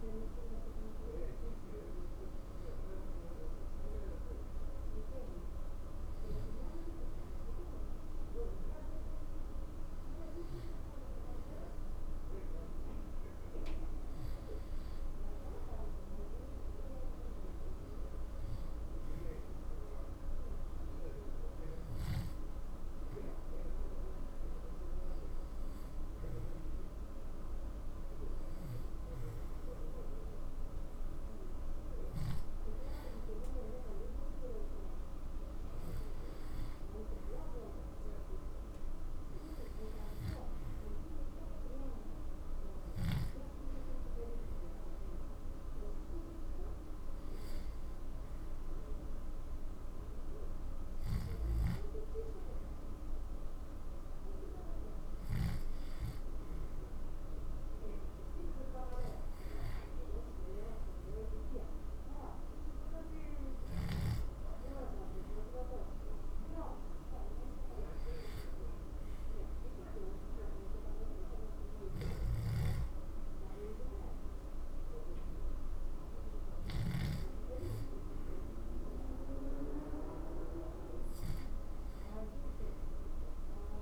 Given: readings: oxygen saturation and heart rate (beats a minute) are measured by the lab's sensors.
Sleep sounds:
breathing in sleep by a room microphone; none
none scored
From the record:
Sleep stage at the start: N2 (light sleep); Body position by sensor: on the back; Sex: male

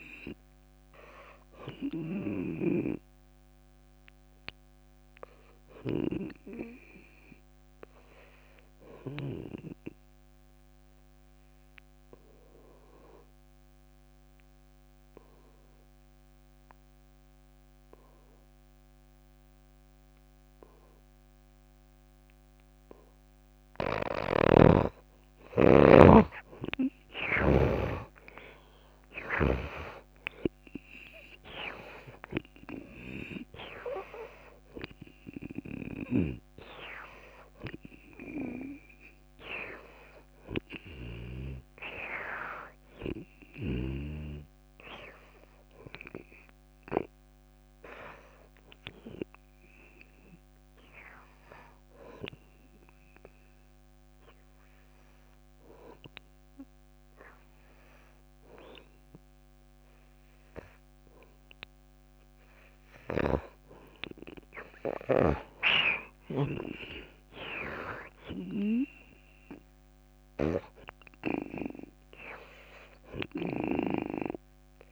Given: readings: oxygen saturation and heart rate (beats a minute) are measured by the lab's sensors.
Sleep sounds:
breathing in sleep by a microphone on the trachea; 2
0.00-12.50 s: oxygen desaturation (device-marked, oxygen 87% lowest)
3.00-6.50 s: snoring (device-marked)
11.00-24.00 s: obstructive apnea (oxygen 96% before, 75% lowest)
24.50-28.00 s: snoring (device-marked)
24.50-46.50 s: oxygen desaturation (device-marked, oxygen 96% before, 75% lowest)
26.50-31.00 s: arousal
52.00-64.50 s: obstructive apnea (oxygen 97% before, 71% lowest)
59.50-69.50 s: oxygen desaturation (device-marked, oxygen 97% before, 92% lowest)
66.00-69.50 s: arousal
From the record:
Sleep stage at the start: N2 (light sleep); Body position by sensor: on the back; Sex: female

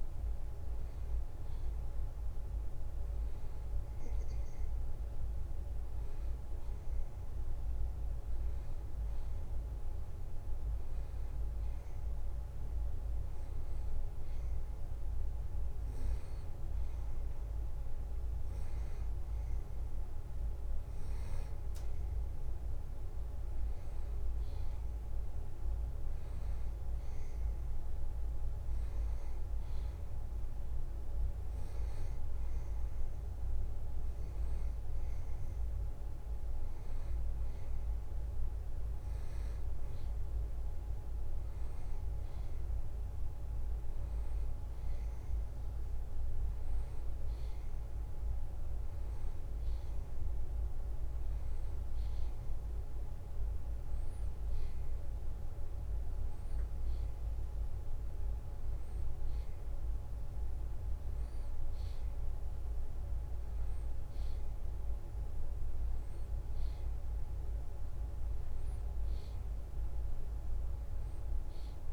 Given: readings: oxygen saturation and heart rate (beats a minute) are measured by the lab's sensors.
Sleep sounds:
breathing in sleep, hard to hear, by a room microphone; none
none scored
From the record:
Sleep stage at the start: N2 (light sleep); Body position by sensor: on the back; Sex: male

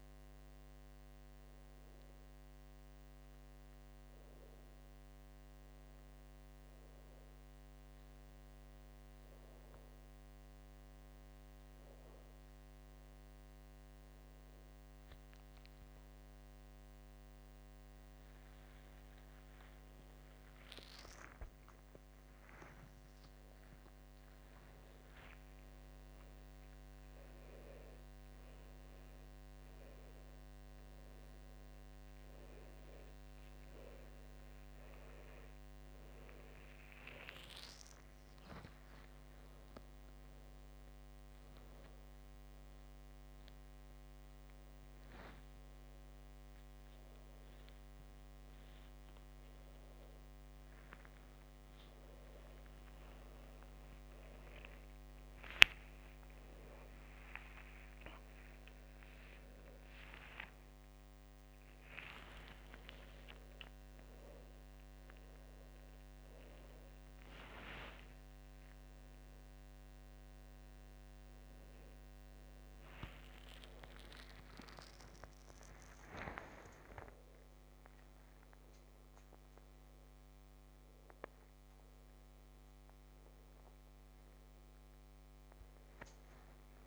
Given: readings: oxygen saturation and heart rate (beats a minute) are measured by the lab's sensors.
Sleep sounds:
a person awake in a sleep study, by a microphone on the trachea; none
47.00-67.00 s: oxygen desaturation (device-marked, oxygen 99% before, 96% lowest)
From the record:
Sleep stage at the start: awake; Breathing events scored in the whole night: 338 in 4.0 hours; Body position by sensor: on the front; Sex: male

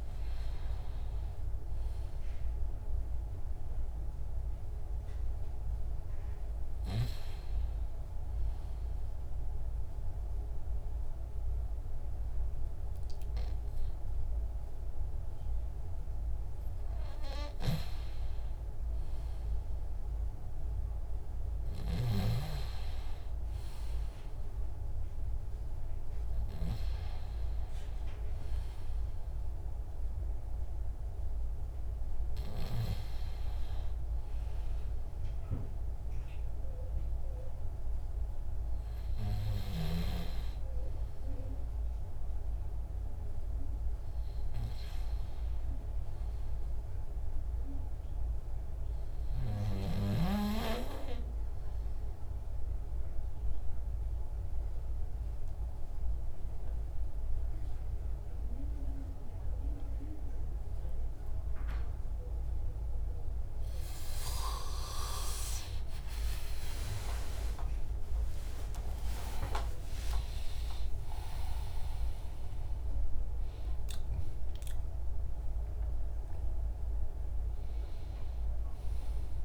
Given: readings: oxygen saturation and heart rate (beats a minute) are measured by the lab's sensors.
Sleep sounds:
breathing in sleep by a room microphone; 1
51.50-62.50 s: obstructive apnea (oxygen 97% before, 94% lowest, heart rate 68 before, 28 extreme, up 1 after)
62.00-79.45 s: new sleep stage, N1 (lightest sleep)
65.50-69.50 s: arousal
From the record:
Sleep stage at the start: N2 (light sleep); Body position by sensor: on the back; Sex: male

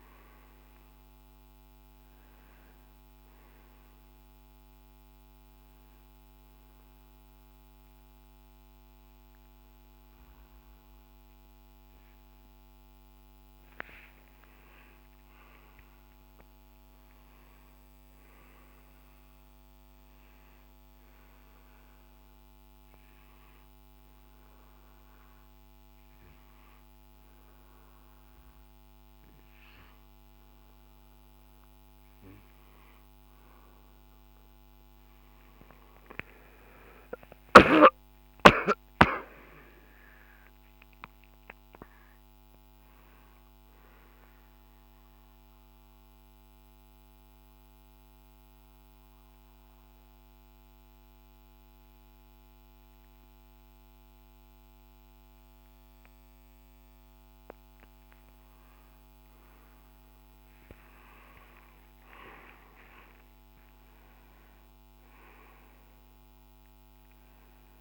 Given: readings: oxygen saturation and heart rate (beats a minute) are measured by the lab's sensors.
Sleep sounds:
breathing in sleep by a microphone on the trachea; 3
0.50-13.50 s: oxygen desaturation (device-marked, oxygen 96% before, 91% lowest, heart rate 62 before, 55 extreme)
5.00-15.00 s: obstructive apnea (oxygen 96% before, 90% lowest, heart rate 61 before, 55 extreme, up 18 after)
17.00-19.50 s: arousal
21.00-34.00 s: hypopnea (oxygen 96% before, 90% lowest, heart rate 63 before, 51 extreme, up 16 after)
38.00-42.00 s: arousal
39.50-52.50 s: oxygen desaturation (device-marked, oxygen 95% before, 91% lowest, heart rate 62 before, 51 extreme)
44.50-58.00 s: mixed apnea (oxygen 96% before, 90% lowest, heart rate 63 before, 51 extreme, up 23 after)
61.50-66.00 s: arousal
From the record:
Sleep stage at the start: N2 (light sleep); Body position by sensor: on the right side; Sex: male

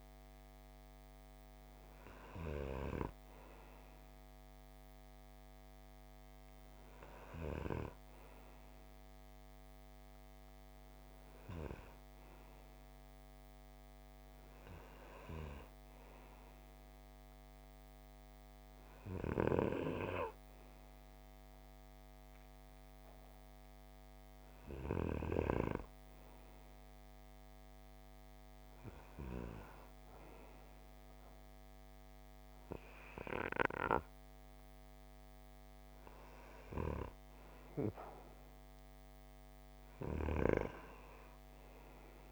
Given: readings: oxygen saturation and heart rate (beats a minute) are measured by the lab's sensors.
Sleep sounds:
breathing in sleep by a microphone on the trachea; none
41.00-42.32 s: arousal
From the record:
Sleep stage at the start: N2 (light sleep); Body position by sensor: on the right side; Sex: male

